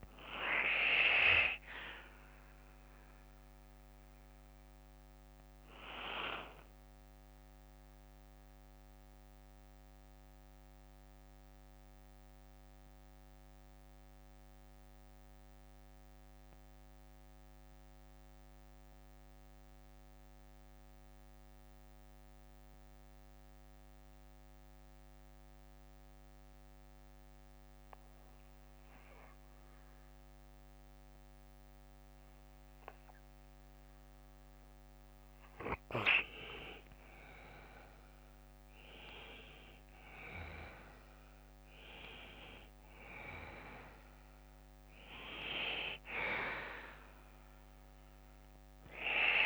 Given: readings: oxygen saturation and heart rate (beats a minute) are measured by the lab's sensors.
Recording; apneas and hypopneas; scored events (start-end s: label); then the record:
breathing in sleep by a microphone on the trachea; 1
0.00-29.00 s: bradycardia (device-marked, heart rate 56 extreme)
4.00-34.50 s: mixed apnea (oxygen 98% before, 87% lowest, heart rate 61 before, 54 extreme, up 15 after)
8.00-14.00 s: oxygen desaturation (device-marked, oxygen 96% before, 92% lowest, heart rate 60 before, 55 extreme)
36.50-40.50 s: arousal
39.00-49.46 s: oxygen desaturation (device-marked, oxygen 98% before, 93% lowest, heart rate 59 before, 54 extreme)
From the record:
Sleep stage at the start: REM sleep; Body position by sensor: on the back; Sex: male